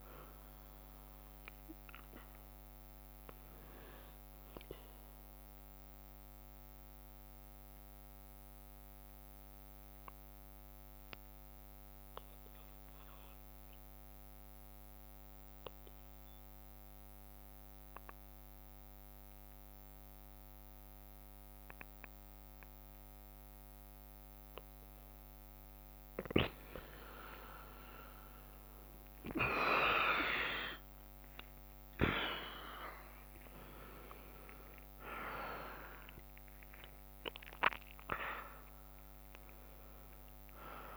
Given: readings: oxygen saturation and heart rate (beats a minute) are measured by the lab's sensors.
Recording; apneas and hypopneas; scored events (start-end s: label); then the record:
breathing in sleep by a microphone on the trachea; 1
0.00-2.00 s: drop in pulse transit time (device-marked, heart rate 62 extreme)
0.00-15.00 s: oxygen desaturation (device-marked, oxygen 93% lowest, heart rate 59 extreme)
4.50-25.00 s: mixed apnea (oxygen 99% before, 91% lowest, heart rate 63 before, 59 extreme, up 6 after)
6.00-11.00 s: bradycardia (device-marked, heart rate 64 before, 59 extreme)
22.00-25.00 s: bradycardia (device-marked, heart rate 63 before, 61 extreme)
25.00-40.96 s: new sleep stage, N1 (lightest sleep)
26.00-40.96 s: oxygen desaturation (device-marked, oxygen 98% before, 93% lowest, heart rate 60 before, 58 extreme)
26.50-31.00 s: arousal
28.00-40.96 s: drop in pulse transit time (device-marked, heart rate 60 before, 61 extreme)
From the record:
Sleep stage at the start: N2 (light sleep); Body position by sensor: on the back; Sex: female